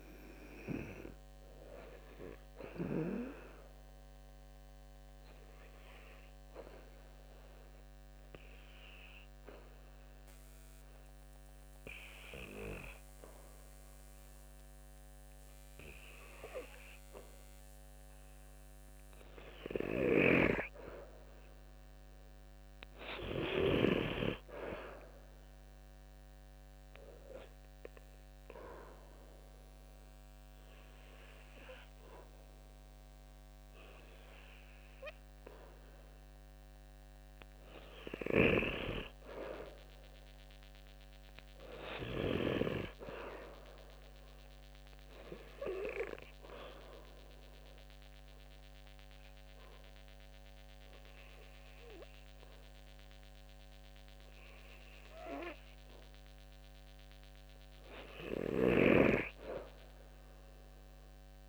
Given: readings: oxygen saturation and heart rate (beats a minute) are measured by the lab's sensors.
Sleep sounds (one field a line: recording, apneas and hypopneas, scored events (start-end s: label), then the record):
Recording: breathing in sleep by a microphone on the trachea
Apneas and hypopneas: 2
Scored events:
4.00-19.00 s: obstructive apnea (oxygen 93% before, 91% lowest, heart rate 70 before, 67 extreme, up 7 after)
22.00-26.00 s: arousal
45.50-56.00 s: obstructive apnea (oxygen 96% before, 91% lowest, heart rate 74 before, 66 extreme, up 2 after)
49.00-61.49 s: oxygen desaturation (device-marked, oxygen 96% before, 92% lowest, heart rate 72 before, 66 extreme)
58.00-61.49 s: snoring (device-marked)
59.00-61.49 s: arousal
From the record:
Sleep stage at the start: N2 (light sleep)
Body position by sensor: on the back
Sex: male